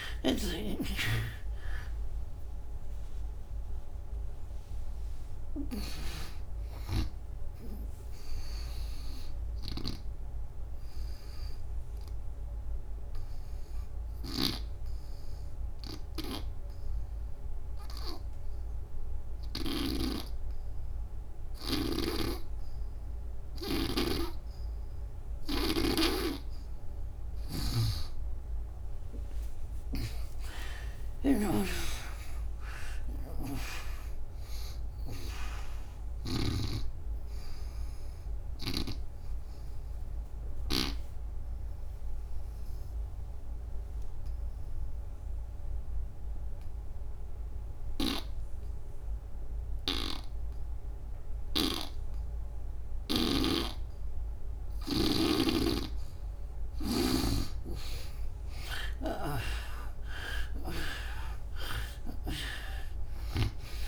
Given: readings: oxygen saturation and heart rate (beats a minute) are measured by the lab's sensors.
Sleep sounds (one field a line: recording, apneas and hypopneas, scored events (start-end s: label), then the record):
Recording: breathing in sleep by a room microphone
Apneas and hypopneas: 2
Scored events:
0.50-6.00 s: snoring (device-marked)
1.00-14.00 s: oxygen desaturation (device-marked, oxygen 96% before, 78% lowest, heart rate 73 before, 66 extreme)
11.00-22.50 s: obstructive apnea (oxygen 98% before, 79% lowest, heart rate 92 before, 66 extreme, up 10 after)
25.00-53.00 s: oxygen desaturation (device-marked, oxygen 97% before, 81% lowest, heart rate 84 before, 66 extreme)
27.00-36.50 s: snoring (device-marked)
28.50-32.50 s: arousal
38.50-53.50 s: obstructive apnea (oxygen 97% before, 78% lowest, heart rate 78 before, 66 extreme, up 23 after)
57.50-61.00 s: arousal
61.00-63.88 s: oxygen desaturation (device-marked, oxygen 97% before, 79% lowest, heart rate 74 before, 63 extreme)
From the record:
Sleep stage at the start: N2 (light sleep)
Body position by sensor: on the back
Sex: female